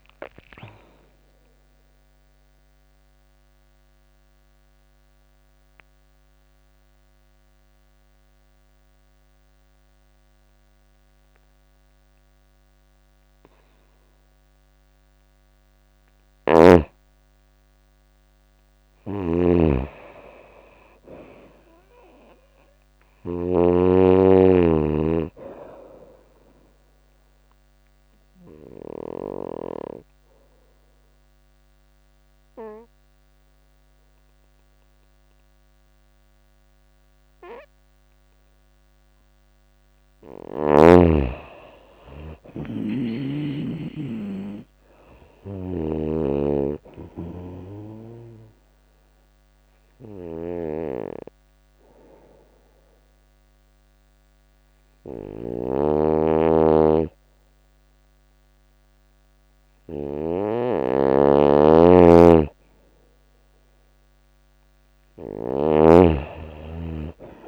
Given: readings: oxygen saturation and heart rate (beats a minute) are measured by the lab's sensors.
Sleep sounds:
breathing in sleep by a microphone on the trachea; 3
0.00-16.00 s: oxygen desaturation (device-marked, oxygen 86% lowest, heart rate 81 extreme)
0.50-15.50 s: mixed apnea (oxygen 97% before, 86% lowest, heart rate 83 before, 81 extreme, up 1 after)
15.50-23.00 s: snoring (device-marked)
17.50-20.50 s: arousal
25.00-41.00 s: oxygen desaturation (device-marked, oxygen 99% before, 88% lowest, heart rate 82 before, 81 extreme)
26.00-39.50 s: obstructive apnea (oxygen 99% before, 88% lowest, heart rate 82 before, 81 extreme, up 3 after)
41.00-44.50 s: arousal
45.00-65.00 s: snoring (device-marked)
48.50-61.50 s: obstructive apnea (oxygen 98% before, 89% lowest, heart rate 82 before, 81 extreme, up 3 after)
50.00-65.00 s: oxygen desaturation (device-marked, oxygen 97% before, 89% lowest, heart rate 82 before, 81 extreme)
65.50-67.48 s: arousal
From the record:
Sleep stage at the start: N2 (light sleep); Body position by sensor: on the right side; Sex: female

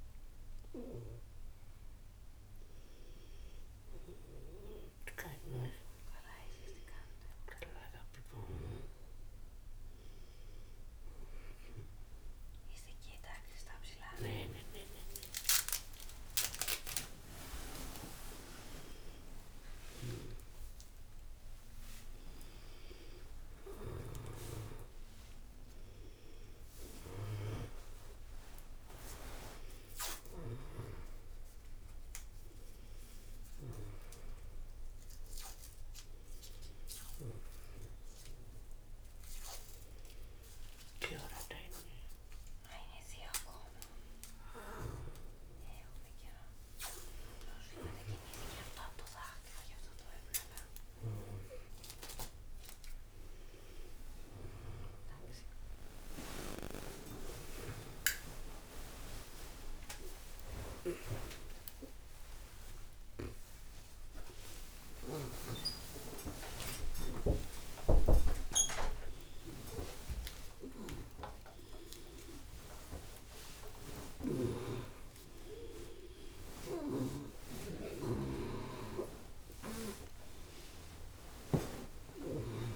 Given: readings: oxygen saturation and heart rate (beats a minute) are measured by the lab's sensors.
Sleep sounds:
a person awake in a sleep study, by a room microphone; none
none scored
From the record:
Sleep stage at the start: awake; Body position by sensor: on the back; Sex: female

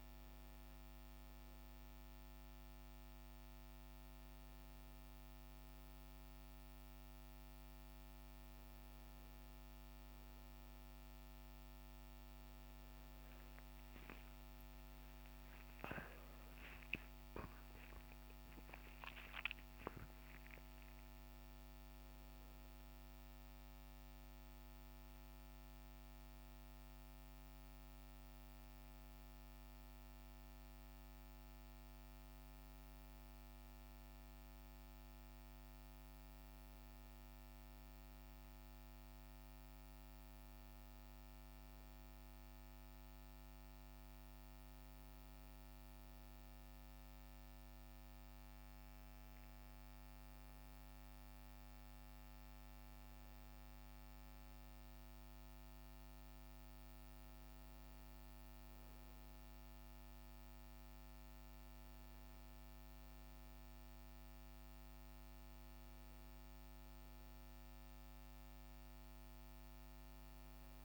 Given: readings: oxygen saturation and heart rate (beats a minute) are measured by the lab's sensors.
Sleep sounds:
breathing in sleep, hard to hear, by a microphone on the trachea; none
14.00-18.50 s: arousal
52.00-70.85 s: new sleep stage, N2 (light sleep)
From the record:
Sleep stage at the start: N1 (lightest sleep); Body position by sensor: on the right side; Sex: male

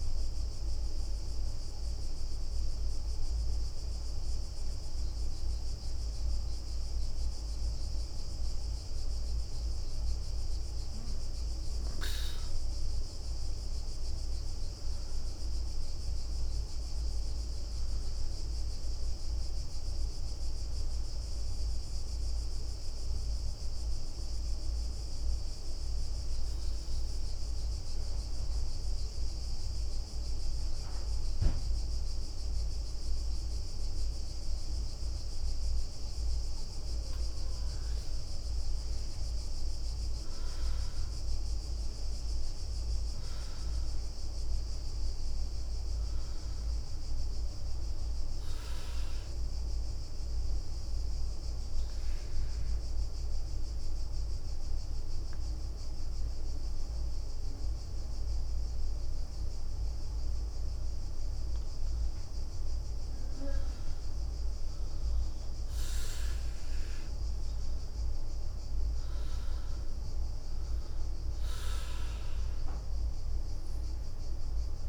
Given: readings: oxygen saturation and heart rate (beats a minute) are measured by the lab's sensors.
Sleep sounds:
breathing in sleep, hard to hear, by a room microphone; 2
19.50-22.50 s: arousal
24.50-30.50 s: bradycardia (device-marked, heart rate 67 before, 58 extreme)
24.50-34.50 s: hypopnea (oxygen 99% before, 95% lowest, heart rate 67 before, 58 extreme, up 10 after)
25.50-74.89 s: new sleep stage, N2 (light sleep)
30.50-32.00 s: leg movement (device-marked)
39.00-43.50 s: arousal
44.50-51.00 s: leg movement (device-marked)
49.00-59.00 s: obstructive apnea (oxygen 98% before, 94% lowest, heart rate 64 before, 60 extreme, up 6 after)
52.50-59.00 s: leg movement (device-marked)
60.50-64.50 s: arousal
70.50-74.89 s: leg movement (device-marked)
From the record:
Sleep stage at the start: N1 (lightest sleep); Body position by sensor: on the right side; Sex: female

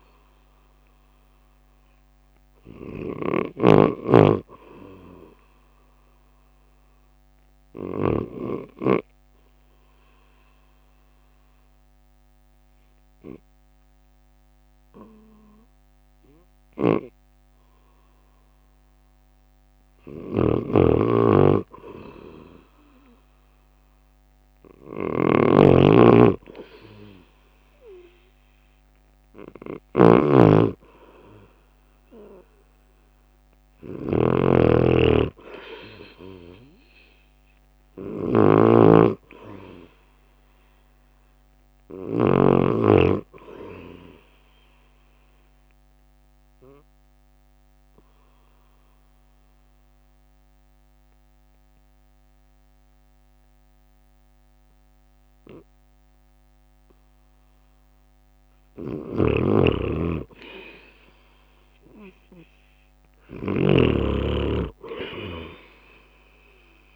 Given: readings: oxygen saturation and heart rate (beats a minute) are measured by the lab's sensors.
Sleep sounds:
breathing in sleep by a microphone on the trachea; 2
0.00-1.50 s: arousal
0.00-3.50 s: snoring (device-marked)
0.00-9.00 s: oxygen desaturation (device-marked, oxygen 98% before, 95% lowest, heart rate 53 before, 53 extreme)
1.00-13.00 s: drop in pulse transit time (device-marked, heart rate 53 before, 54 extreme)
6.00-19.50 s: obstructive apnea (oxygen 98% before, 95% lowest, heart rate 54 before, 53 extreme, up 6 after)
20.00-42.00 s: snoring (device-marked)
21.00-25.00 s: arousal
26.00-48.00 s: oxygen desaturation (device-marked, oxygen 99% before, 96% lowest, heart rate 55 before, 52 extreme)
27.00-50.00 s: drop in pulse transit time (device-marked, heart rate 55 before, 53 extreme)
44.00-58.50 s: obstructive apnea (oxygen 99% before, 94% lowest, heart rate 58 before, 52 extreme, up 9 after)
58.50-63.50 s: snoring (device-marked)
60.00-63.50 s: arousal
65.00-66.96 s: drop in pulse transit time (device-marked, heart rate 55 before, 52 extreme)
From the record:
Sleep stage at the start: N2 (light sleep); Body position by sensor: on the right side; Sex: male

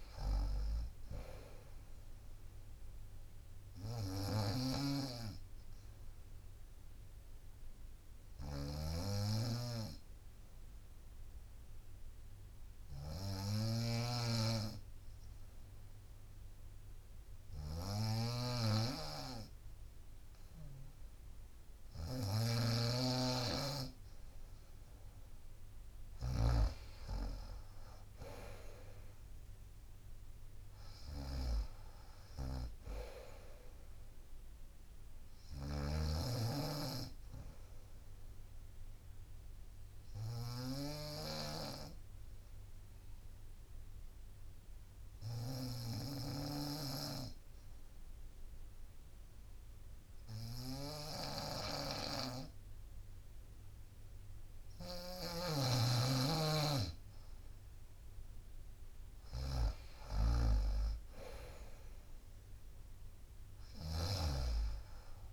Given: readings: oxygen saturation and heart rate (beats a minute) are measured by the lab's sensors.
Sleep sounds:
breathing in sleep by a room microphone; 2
0.00-3.50 s: drop in pulse transit time (device-marked, heart rate 64 extreme)
0.00-65.32 s: snoring (device-marked)
6.50-22.00 s: hypopnea (oxygen 95% before, 92% lowest, heart rate 65 before, 61 extreme, up 5 after)
24.00-27.50 s: arousal
25.50-38.50 s: drop in pulse transit time (device-marked, heart rate 64 before, 65 extreme)
40.00-54.50 s: obstructive apnea (oxygen 95% before, 92% lowest, heart rate 66 before, 59 extreme, up 3 after)
56.50-59.00 s: arousal
From the record:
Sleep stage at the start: N2 (light sleep); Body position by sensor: on the right side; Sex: female

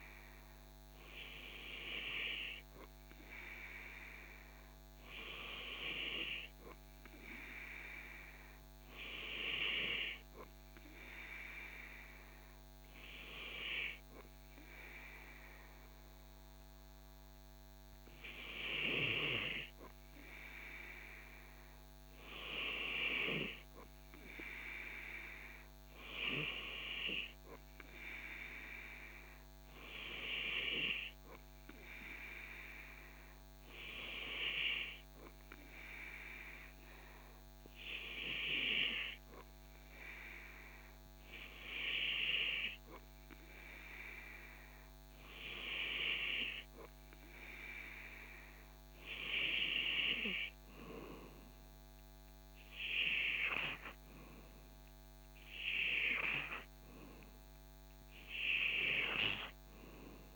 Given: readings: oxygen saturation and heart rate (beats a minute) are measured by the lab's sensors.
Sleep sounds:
breathing in sleep by a microphone on the trachea; none
none scored
From the record:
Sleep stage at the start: N2 (light sleep); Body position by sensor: on the back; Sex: male

